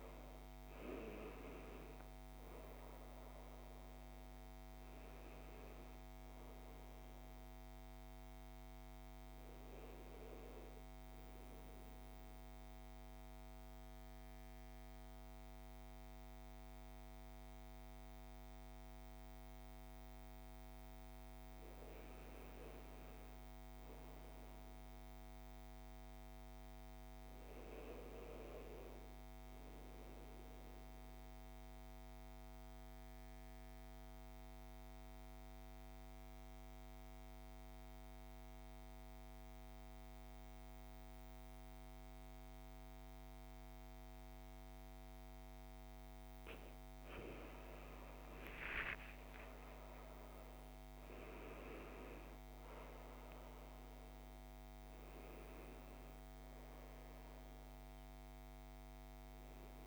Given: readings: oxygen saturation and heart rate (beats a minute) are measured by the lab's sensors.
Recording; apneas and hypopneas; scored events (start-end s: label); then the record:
breathing in sleep, hard to hear, by a microphone on the trachea; 2
0.00-1.50 s: arousal
5.00-27.00 s: oxygen desaturation (device-marked, oxygen 97% before, 92% lowest)
11.50-21.50 s: central apnea (oxygen 97% before, 92% lowest)
24.00-28.50 s: arousal
31.00-46.00 s: obstructive apnea (oxygen 98% before, 92% lowest)
48.00-52.50 s: arousal
51.00-59.87 s: oxygen desaturation (device-marked, oxygen 97% before, 92% lowest)
From the record:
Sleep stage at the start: N2 (light sleep); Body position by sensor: on the back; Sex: male